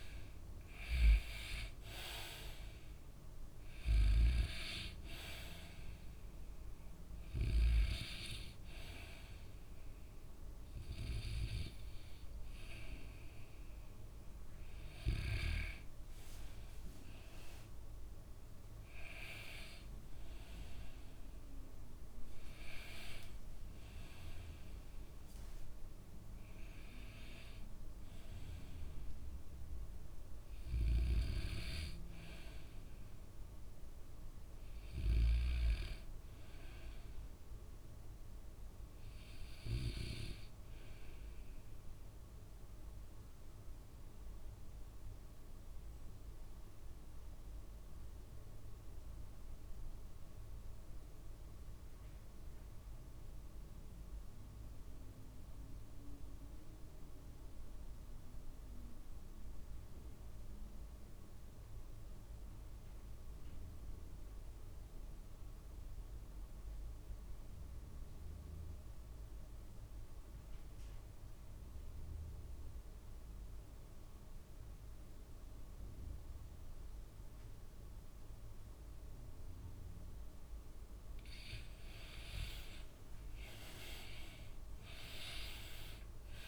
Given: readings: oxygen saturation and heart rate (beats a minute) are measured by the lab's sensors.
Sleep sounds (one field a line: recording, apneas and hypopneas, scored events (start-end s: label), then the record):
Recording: breathing in sleep by a room microphone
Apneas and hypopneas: 1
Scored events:
0.00-17.00 s: oxygen desaturation (device-marked, oxygen 78% lowest, heart rate 58 extreme)
43.00-80.00 s: obstructive apnea (oxygen 98% before, 82% lowest, heart rate 67 before, 56 extreme, up 15 after)
68.00-86.48 s: oxygen desaturation (device-marked, oxygen 97% before, 82% lowest, heart rate 58 before, 59 extreme)
82.50-86.48 s: arousal
From the record:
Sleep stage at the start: REM sleep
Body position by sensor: on the back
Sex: male